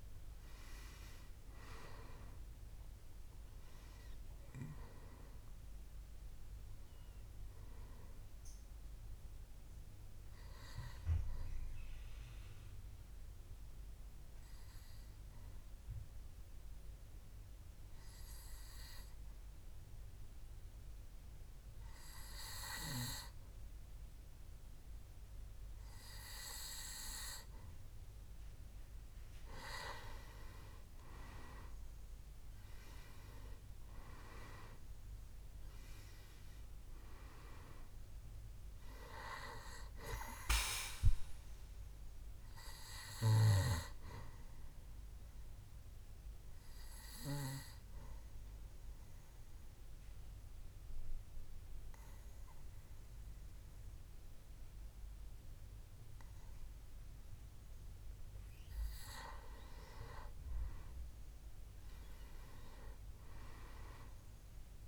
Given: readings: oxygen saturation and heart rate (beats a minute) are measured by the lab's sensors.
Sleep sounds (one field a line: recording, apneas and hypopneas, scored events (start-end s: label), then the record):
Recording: breathing in sleep by a room microphone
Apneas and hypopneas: 2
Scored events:
0.00-23.00 s: oxygen desaturation (device-marked, oxygen 89% lowest, heart rate 63 extreme)
12.00-27.00 s: obstructive apnea (oxygen 98% before, 90% lowest, heart rate 76 before, 63 extreme, up 6 after)
31.50-36.00 s: arousal
39.00-55.00 s: oxygen desaturation (device-marked, oxygen 99% before, 94% lowest, heart rate 66 before, 64 extreme)
45.50-59.00 s: obstructive apnea (oxygen 99% before, 92% lowest, heart rate 67 before, 63 extreme, up 5 after)
61.00-64.88 s: arousal
From the record:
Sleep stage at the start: N2 (light sleep)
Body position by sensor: on the back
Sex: male